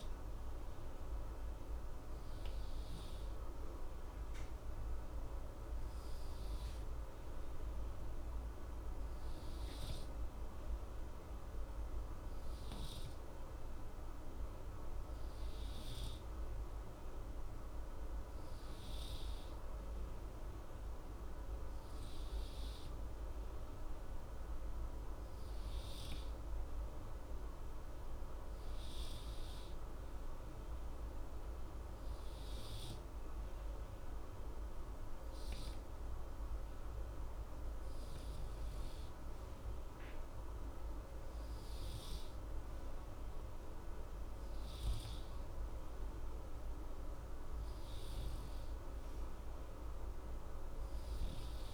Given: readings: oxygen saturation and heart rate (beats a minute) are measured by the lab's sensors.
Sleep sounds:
breathing in sleep, hard to hear, by a room microphone; none
none scored
From the record:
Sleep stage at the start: N2 (light sleep); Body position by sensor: on the right side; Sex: male

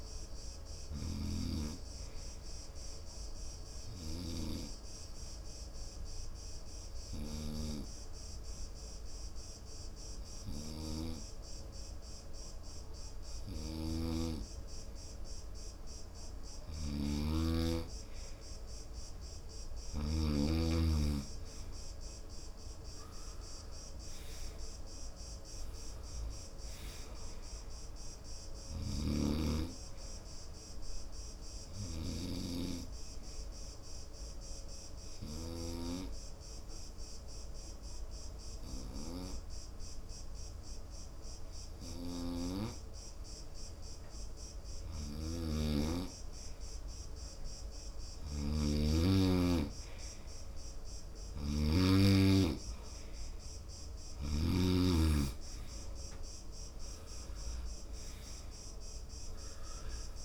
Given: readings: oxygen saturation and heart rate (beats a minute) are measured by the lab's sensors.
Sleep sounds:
breathing in sleep by a room microphone; 2
0.00-16.50 s: oxygen desaturation (device-marked, oxygen 90% lowest)
3.50-16.50 s: obstructive apnea (oxygen 96% before, 90% lowest)
5.50-7.50 s: long interval between heartbeats (device-marked)
21.00-26.00 s: arousal
33.00-46.00 s: obstructive apnea (oxygen 96% before, 89% lowest)
48.50-53.00 s: arousal
51.50-55.00 s: snoring (device-marked)
From the record:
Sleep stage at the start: N2 (light sleep); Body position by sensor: on the right side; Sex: male

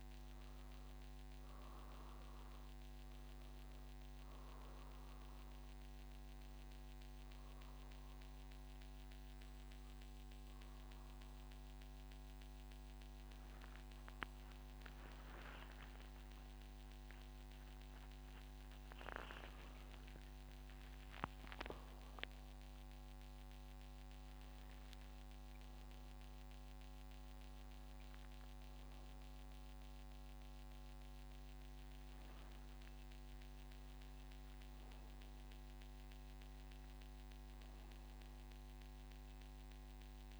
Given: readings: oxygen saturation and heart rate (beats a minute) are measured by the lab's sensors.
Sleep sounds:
breathing in sleep, hard to hear, by a microphone on the trachea; 1
5.50-17.50 s: obstructive apnea (oxygen 95% before, 93% lowest, heart rate 63 before, 61 extreme, up 4 after)
From the record:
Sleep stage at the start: N1 (lightest sleep); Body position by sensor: on the back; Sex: male

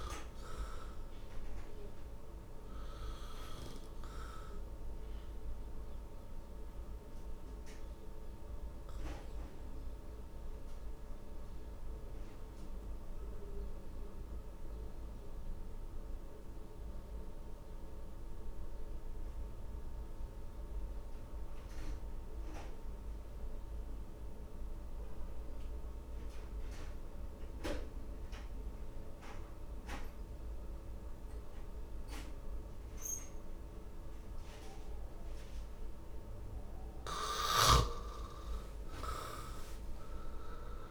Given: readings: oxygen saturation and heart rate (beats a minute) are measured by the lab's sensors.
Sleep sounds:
breathing in sleep by a room microphone; 1
0.00-25.00 s: oxygen desaturation (device-marked, oxygen 76% lowest, heart rate 54 extreme)
4.50-35.00 s: obstructive apnea (oxygen 97% before, 76% lowest, heart rate 68 before, 54 extreme, up 10 after)
38.50-40.91 s: arousal
From the record:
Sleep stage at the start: N2 (light sleep); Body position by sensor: on the back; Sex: male

